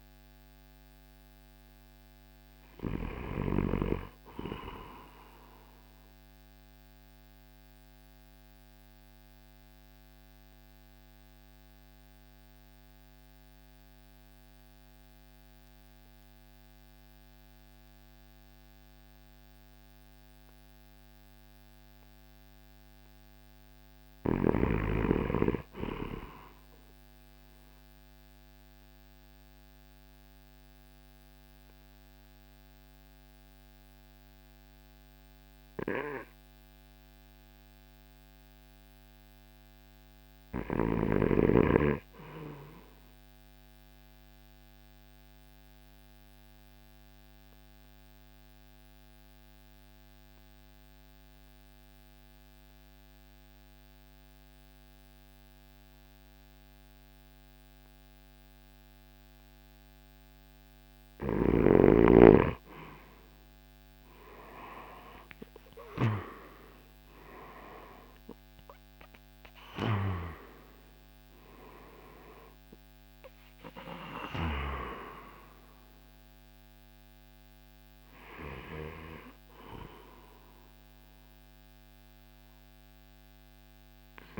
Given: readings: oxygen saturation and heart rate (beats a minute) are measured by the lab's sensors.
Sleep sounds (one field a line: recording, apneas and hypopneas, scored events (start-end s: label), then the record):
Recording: breathing in sleep by a microphone on the trachea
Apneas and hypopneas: 2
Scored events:
0.00-1.50 s: arousal
0.00-3.50 s: snoring (device-marked)
5.50-22.00 s: obstructive apnea (oxygen 97% before, 87% lowest, heart rate 56 before, 53 extreme)
23.50-26.00 s: arousal
28.50-59.50 s: obstructive apnea (oxygen 97% before, 87% lowest, heart rate 55 before, 52 extreme, up 14 after)
51.50-80.50 s: oxygen desaturation (device-marked, oxygen 93% before, 87% lowest, heart rate 54 before, 52 extreme)
61.00-65.00 s: arousal
61.00-66.00 s: snoring (device-marked)
67.50-79.50 s: drop in pulse transit time (device-marked, heart rate 54 before, 59 extreme)
67.50-84.40 s: new sleep stage, N1 (lightest sleep)
From the record:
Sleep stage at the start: N2 (light sleep)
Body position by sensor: on the right side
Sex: male